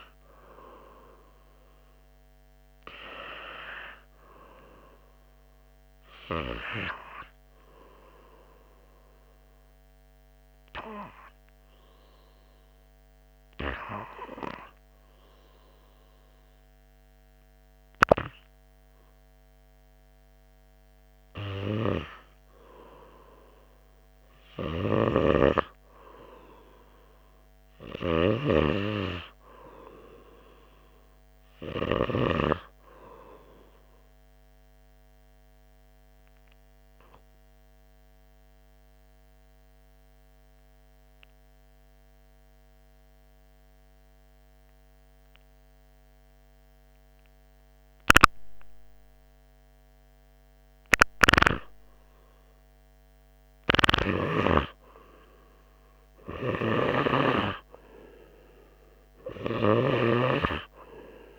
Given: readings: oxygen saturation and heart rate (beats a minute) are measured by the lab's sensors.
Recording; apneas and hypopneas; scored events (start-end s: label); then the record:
breathing in sleep by a microphone on the trachea; 2
8.00-22.50 s: obstructive apnea (oxygen 99% before, 96% lowest, heart rate 82 before, 81 extreme, up 1 after)
16.00-25.00 s: oxygen desaturation (device-marked, oxygen 99% before, 96% lowest, heart rate 82 before, 81 extreme)
25.00-33.00 s: snoring (device-marked)
26.00-30.00 s: arousal
35.50-50.00 s: central apnea (oxygen 100% before, 95% lowest, heart rate 83 before, 79 extreme, up 3 after)
52.00-57.00 s: arousal
60.00-61.39 s: snoring (device-marked)
From the record:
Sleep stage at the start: REM sleep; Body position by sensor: on the right side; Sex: male